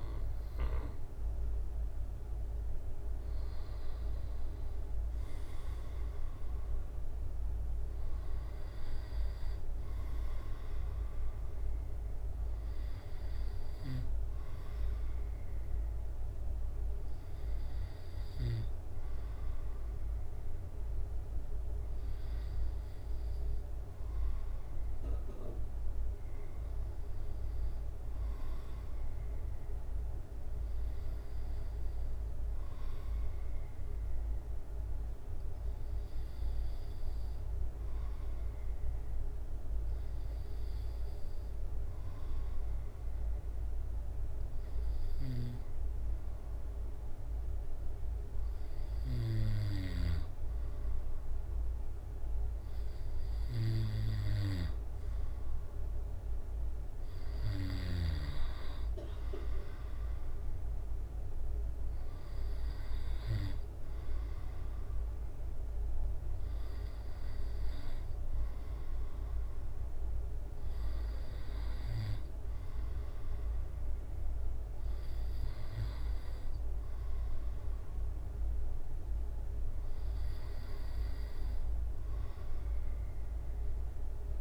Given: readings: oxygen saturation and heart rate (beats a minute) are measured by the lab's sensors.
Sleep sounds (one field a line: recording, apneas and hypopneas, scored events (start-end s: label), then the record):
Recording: breathing in sleep by a room microphone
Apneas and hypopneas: 1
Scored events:
0.00-8.50 s: drop in pulse transit time (device-marked, heart rate 68 extreme)
0.00-16.50 s: oxygen desaturation (device-marked, oxygen 91% lowest, heart rate 64 extreme)
20.50-23.50 s: arousal
26.00-49.00 s: obstructive apnea (oxygen 95% before, 94% lowest, heart rate 69 before, 64 extreme, up 6 after)
47.50-63.50 s: drop in pulse transit time (device-marked, heart rate 67 before, 69 extreme)
51.00-54.00 s: arousal
From the record:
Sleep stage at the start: N2 (light sleep)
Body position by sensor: on the back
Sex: male